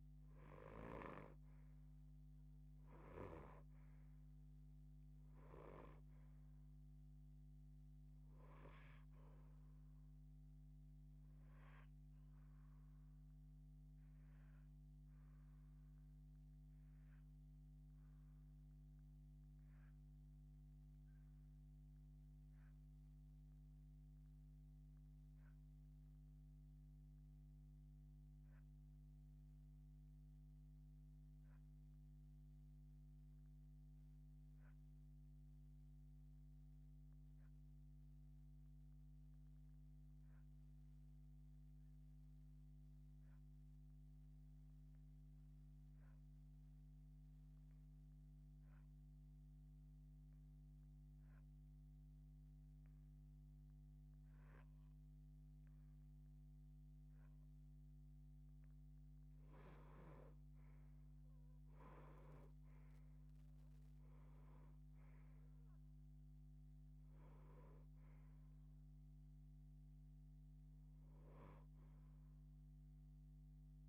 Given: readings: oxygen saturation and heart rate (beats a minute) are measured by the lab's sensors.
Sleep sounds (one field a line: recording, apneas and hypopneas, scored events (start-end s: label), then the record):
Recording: breathing in sleep by a microphone on the trachea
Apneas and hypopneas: 1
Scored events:
0.00-27.50 s: oxygen desaturation (device-marked, oxygen 74% lowest)
18.00-57.50 s: hypopnea (oxygen 89% before, 70% lowest)
39.50-73.89 s: oxygen desaturation (device-marked, oxygen 93% before, 70% lowest, heart rate 34 before, 60 extreme)
59.50-63.50 s: arousal
From the record:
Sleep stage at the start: REM sleep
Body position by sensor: on the left side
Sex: female